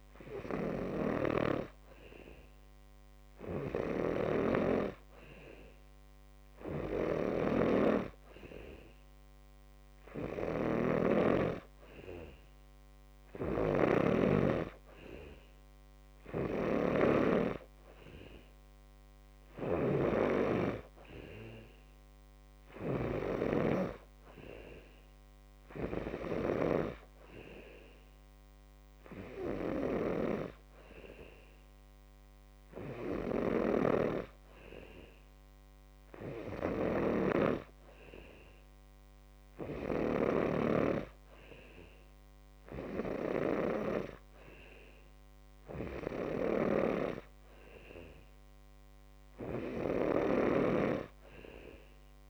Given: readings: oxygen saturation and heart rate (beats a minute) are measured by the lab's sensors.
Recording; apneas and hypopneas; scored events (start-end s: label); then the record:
breathing in sleep by a microphone on the trachea; none
none scored
From the record:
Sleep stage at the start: N2 (light sleep); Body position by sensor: on the back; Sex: male